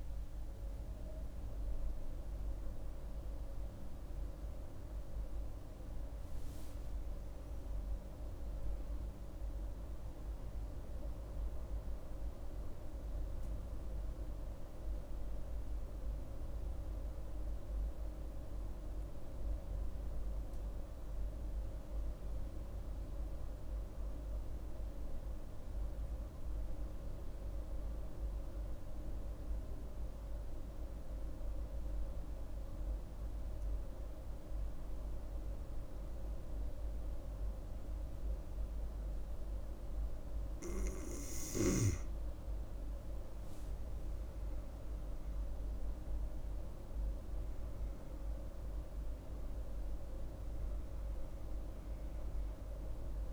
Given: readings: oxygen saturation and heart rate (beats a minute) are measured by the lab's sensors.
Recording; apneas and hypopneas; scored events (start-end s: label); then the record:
breathing in sleep, hard to hear, by a room microphone; 1
0.00-7.50 s: oxygen desaturation (device-marked, oxygen 91% lowest)
14.50-40.00 s: mixed apnea (oxygen 96% before, 91% lowest)
38.50-53.33 s: oxygen desaturation (device-marked, oxygen 98% before, 91% lowest)
43.00-46.50 s: arousal
From the record:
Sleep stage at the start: N2 (light sleep); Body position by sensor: on the right side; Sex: female